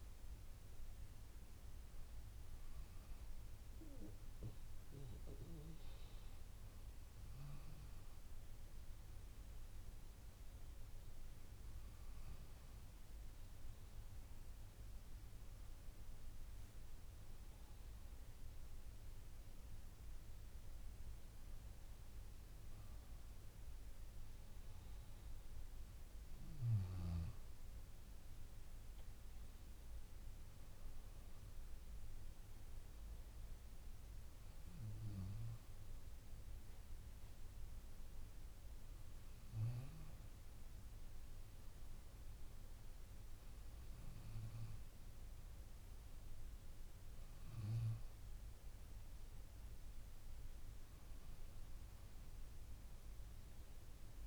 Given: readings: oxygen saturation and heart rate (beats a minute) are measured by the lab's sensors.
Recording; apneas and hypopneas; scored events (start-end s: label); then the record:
breathing in sleep, hard to hear, by a room microphone; none
none scored
From the record:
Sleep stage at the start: N2 (light sleep); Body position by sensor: on the back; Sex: female